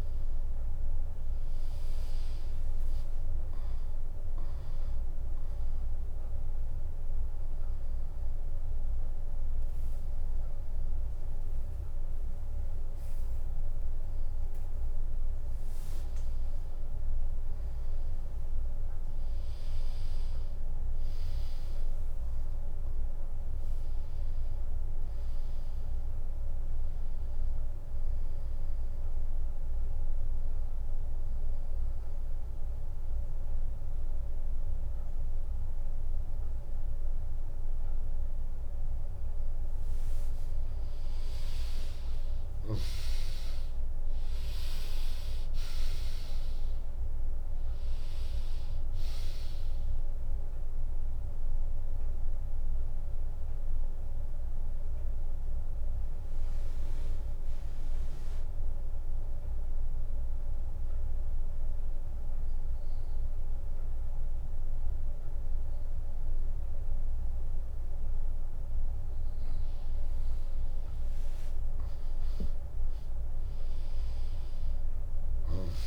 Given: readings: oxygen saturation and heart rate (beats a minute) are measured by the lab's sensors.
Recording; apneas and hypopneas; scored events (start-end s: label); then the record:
breathing in sleep, hard to hear, by a room microphone; 3
4.50-15.50 s: drop in pulse transit time (device-marked, heart rate 73 before, 71 extreme)
6.50-17.00 s: obstructive apnea (oxygen 99% before, 95% lowest, heart rate 72 before, 63 extreme, up 1 after)
19.00-23.00 s: arousal
27.50-36.50 s: drop in pulse transit time (device-marked, heart rate 76 before, 73 extreme)
29.00-40.50 s: obstructive apnea (oxygen 98% before, 95% lowest, heart rate 76 before, 60 extreme, up 0 after)
42.00-47.00 s: arousal
47.50-57.50 s: oxygen desaturation (device-marked, oxygen 98% before, 95% lowest, heart rate 73 before, 59 extreme)
48.50-75.87 s: new sleep stage, N2 (light sleep)
50.50-62.50 s: drop in pulse transit time (device-marked, heart rate 72 before, 78 extreme)
52.50-66.50 s: hypopnea (oxygen 98% before, 95% lowest, heart rate 72 before, 59 extreme)
71.00-75.87 s: arousal
From the record:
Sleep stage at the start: N1 (lightest sleep); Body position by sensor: on the back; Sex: female